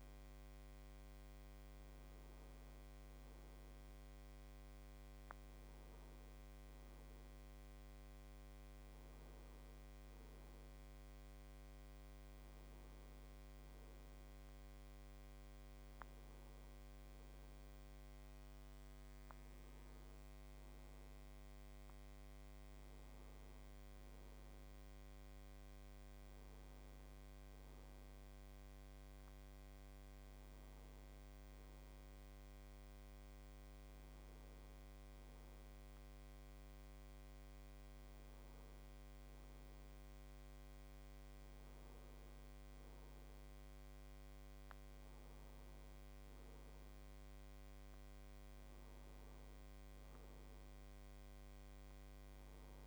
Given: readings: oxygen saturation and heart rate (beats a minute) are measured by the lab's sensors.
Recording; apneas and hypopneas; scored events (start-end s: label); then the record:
a person awake in a sleep study, hard to hear, by a microphone on the trachea; none
none scored
From the record:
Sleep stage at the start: awake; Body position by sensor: on the right side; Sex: male